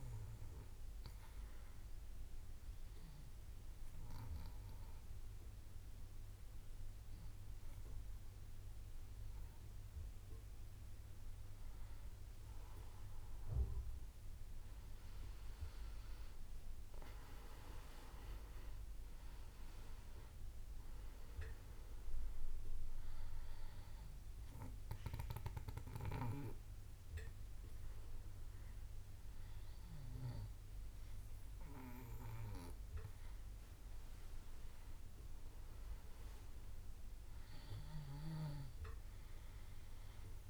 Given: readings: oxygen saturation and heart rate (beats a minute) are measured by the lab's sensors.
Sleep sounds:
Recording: breathing in sleep by a room microphone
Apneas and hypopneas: 1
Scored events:
2.50-12.50 s: obstructive apnea (oxygen 98% before, 95% lowest)
16.00-20.50 s: arousal
From the record:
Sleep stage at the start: N2 (light sleep)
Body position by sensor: on the back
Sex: male

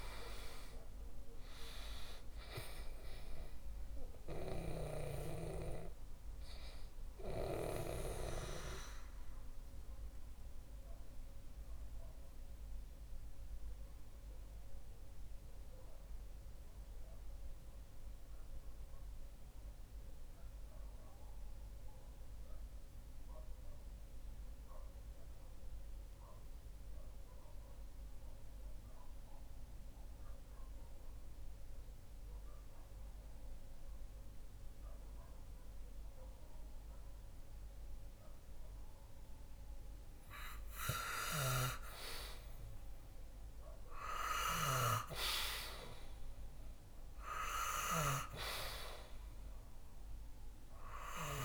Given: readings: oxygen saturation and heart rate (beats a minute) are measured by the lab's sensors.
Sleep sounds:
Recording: breathing in sleep by a room microphone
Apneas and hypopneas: 1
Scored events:
0.00-25.00 s: oxygen desaturation (device-marked, oxygen 88% lowest, heart rate 61 extreme)
7.50-39.50 s: mixed apnea (oxygen 98% before, 88% lowest, heart rate 67 before, 61 extreme, up 3 after)
42.50-46.50 s: arousal
43.00-51.45 s: oxygen desaturation (device-marked, oxygen 98% before, 90% lowest, heart rate 63 before, 61 extreme)
From the record:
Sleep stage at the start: N2 (light sleep)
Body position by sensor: on the back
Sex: male

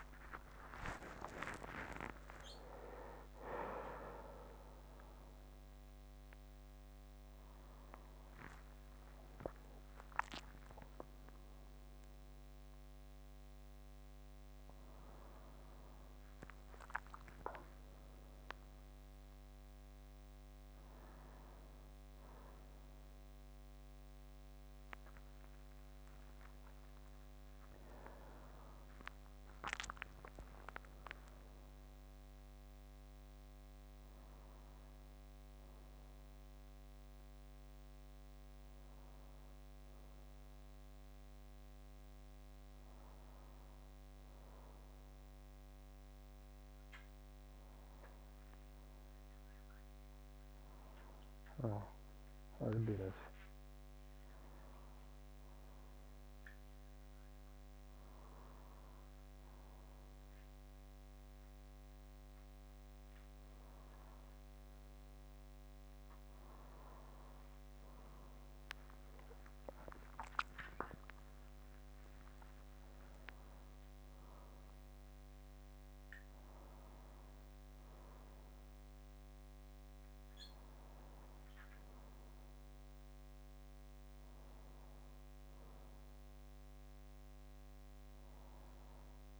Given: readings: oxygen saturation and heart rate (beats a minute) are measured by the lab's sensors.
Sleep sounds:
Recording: a person partly awake in a sleep study, by a microphone on the trachea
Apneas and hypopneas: none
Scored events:
10.50-89.40 s: new sleep stage, N2 (light sleep)
From the record:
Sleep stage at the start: awake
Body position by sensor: on the back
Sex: male

